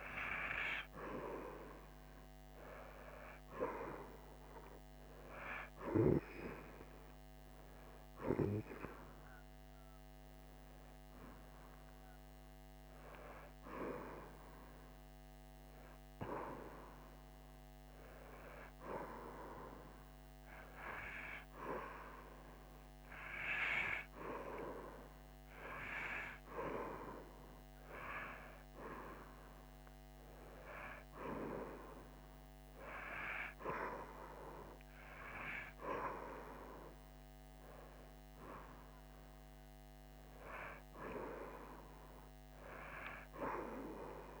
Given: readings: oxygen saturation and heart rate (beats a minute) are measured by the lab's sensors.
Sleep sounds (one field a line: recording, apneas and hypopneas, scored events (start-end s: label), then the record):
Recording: breathing in sleep by a microphone on the trachea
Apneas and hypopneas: 1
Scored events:
0.50-5.00 s: arousal
11.00-23.00 s: oxygen desaturation (device-marked, oxygen 93% before, 87% lowest)
12.50-27.00 s: hypopnea (oxygen 93% before, 87% lowest)
30.50-35.50 s: arousal
31.00-44.40 s: oxygen desaturation (device-marked, oxygen 91% before, 87% lowest)
From the record:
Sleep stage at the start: N2 (light sleep)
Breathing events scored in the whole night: 128 in 6.0 hours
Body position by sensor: on the right side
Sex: female